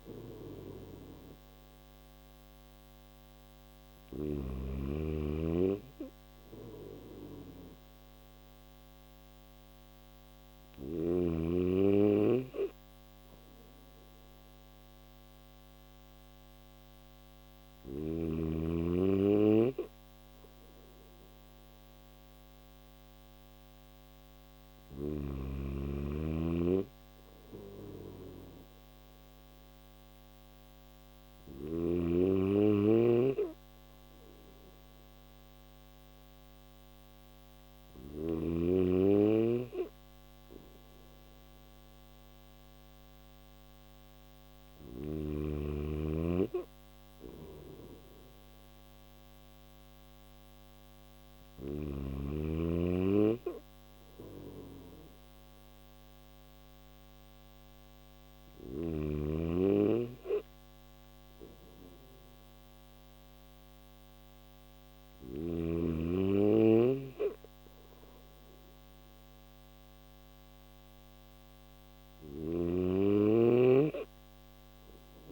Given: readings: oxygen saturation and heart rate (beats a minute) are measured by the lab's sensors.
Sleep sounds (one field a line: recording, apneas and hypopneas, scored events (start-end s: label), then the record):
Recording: breathing in sleep by a microphone on the trachea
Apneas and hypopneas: none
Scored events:
0.00-3.50 s: snoring (device-marked)
71.00-75.32 s: snoring (device-marked)
From the record:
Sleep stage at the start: N1 (lightest sleep)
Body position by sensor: on the back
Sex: male